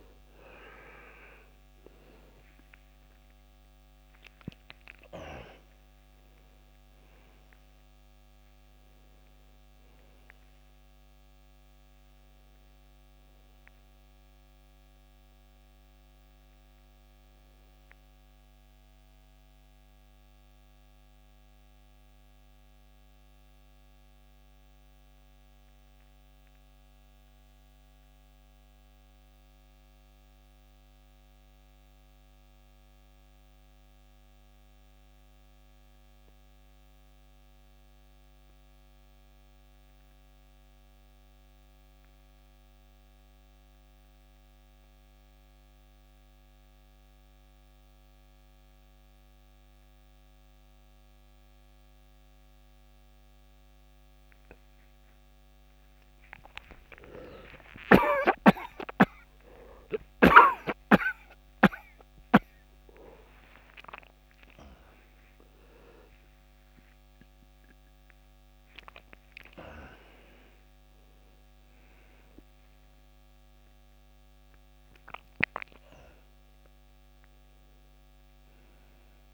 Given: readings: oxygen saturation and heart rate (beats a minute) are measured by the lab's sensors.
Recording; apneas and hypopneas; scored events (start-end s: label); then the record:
breathing in sleep by a microphone on the trachea; 1
0.00-33.50 s: oxygen desaturation (device-marked, oxygen 79% lowest, heart rate 48 extreme)
18.00-55.50 s: mixed apnea (oxygen 95% before, 79% lowest, heart rate 82 before, 56 extreme, up 22 after)
53.50-79.33 s: oxygen desaturation (device-marked, oxygen 98% before, 82% lowest, heart rate 65 before, 63 extreme)
60.50-79.33 s: new sleep stage, awake
From the record:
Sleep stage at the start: N2 (light sleep); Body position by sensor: on the back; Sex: male